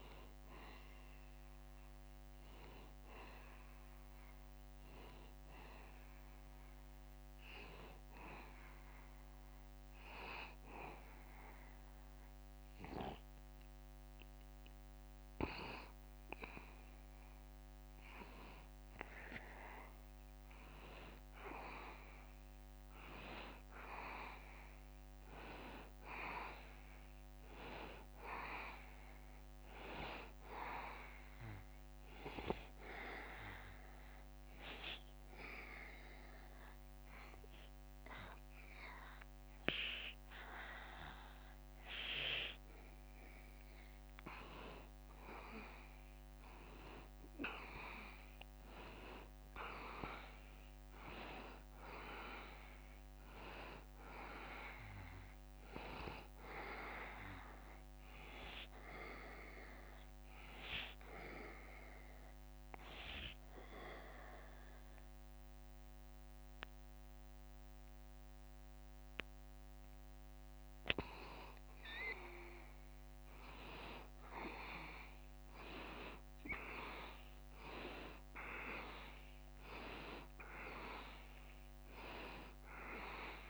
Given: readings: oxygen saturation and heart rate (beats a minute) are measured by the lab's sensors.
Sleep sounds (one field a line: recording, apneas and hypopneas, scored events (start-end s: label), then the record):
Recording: breathing in sleep by a microphone on the trachea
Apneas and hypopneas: 3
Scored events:
7.50-18.50 s: hypopnea (oxygen 94% before, 91% lowest, heart rate 79 before, 72 extreme, up 2 after)
20.50-24.50 s: arousal
32.00-43.50 s: obstructive apnea (oxygen 94% before, 90% lowest, heart rate 74 before, 72 extreme, up 1 after)
46.50-49.50 s: arousal
57.00-70.50 s: obstructive apnea (oxygen 94% before, 90% lowest, heart rate 74 before, 72 extreme, up 1 after)
75.00-79.50 s: arousal
80.50-83.50 s: oxygen desaturation (device-marked, oxygen 95% before, 90% lowest, heart rate 73 before, 73 extreme)
From the record:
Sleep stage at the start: N2 (light sleep)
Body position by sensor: on the back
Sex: male